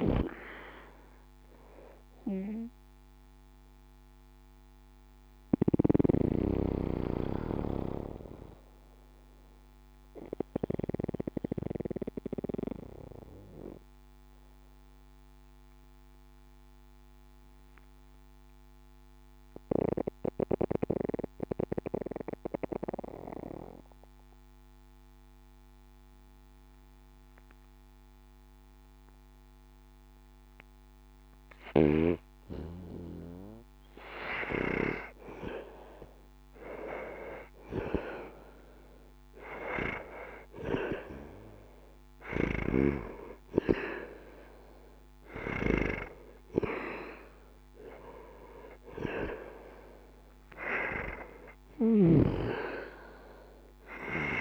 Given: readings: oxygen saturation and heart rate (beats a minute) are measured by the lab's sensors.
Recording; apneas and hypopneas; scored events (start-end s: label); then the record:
breathing in sleep by a microphone on the trachea; 1
0.00-17.00 s: oxygen desaturation (device-marked, oxygen 82% lowest, heart rate 61 extreme)
3.00-31.50 s: mixed apnea (oxygen 95% before, 82% lowest, heart rate 141 before, 61 extreme, up 0 after)
33.50-38.00 s: arousal
36.00-54.41 s: oxygen desaturation (device-marked, oxygen 99% before, 87% lowest, heart rate 64 before, 60 extreme)
51.50-54.41 s: arousal
From the record:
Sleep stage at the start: N2 (light sleep); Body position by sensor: on the back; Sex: male